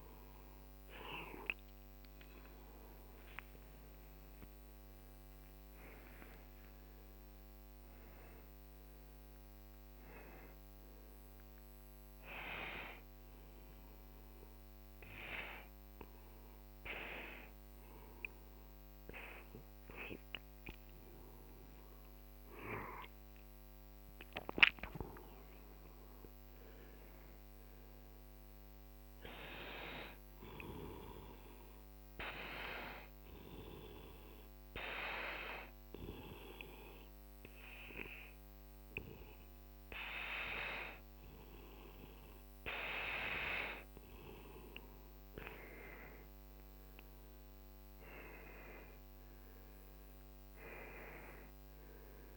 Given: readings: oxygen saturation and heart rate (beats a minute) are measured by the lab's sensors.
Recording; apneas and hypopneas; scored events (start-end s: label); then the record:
breathing in sleep by a microphone on the trachea; 2
9.50-20.50 s: hypopnea (oxygen 98% before, 92% lowest, heart rate 60 before, 49 extreme, up 15 after)
23.00-26.50 s: arousal
29.50-52.37 s: new sleep stage, N2 (light sleep)
31.50-42.50 s: hypopnea (oxygen 96% before, 91% lowest, heart rate 56 before, 50 extreme, up 4 after)
46.00-51.00 s: arousal
From the record:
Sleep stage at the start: N1 (lightest sleep); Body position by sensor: on the right side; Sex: male